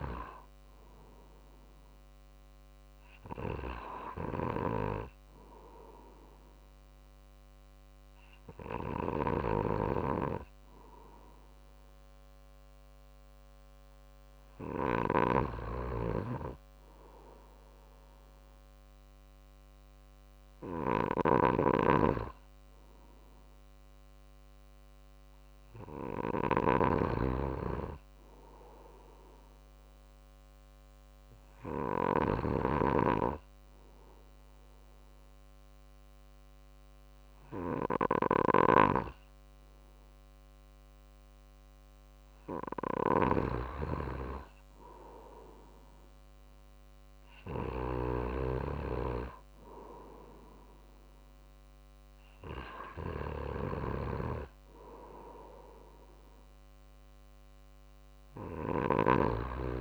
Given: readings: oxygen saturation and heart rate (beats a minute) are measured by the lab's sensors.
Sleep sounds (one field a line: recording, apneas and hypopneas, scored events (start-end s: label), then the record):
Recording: breathing in sleep by a microphone on the trachea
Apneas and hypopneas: 1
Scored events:
2.00-16.00 s: drop in pulse transit time (device-marked, heart rate 50 before, 50 extreme)
3.50-32.00 s: snoring (device-marked)
30.50-43.00 s: obstructive apnea (oxygen 95% before, 93% lowest, heart rate 50 before, 50 extreme, up 2 after)
43.00-48.00 s: snoring (device-marked)
46.50-49.50 s: arousal
50.00-59.81 s: drop in pulse transit time (device-marked, heart rate 50 before, 50 extreme)
From the record:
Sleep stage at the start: N2 (light sleep)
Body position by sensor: on the right side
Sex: male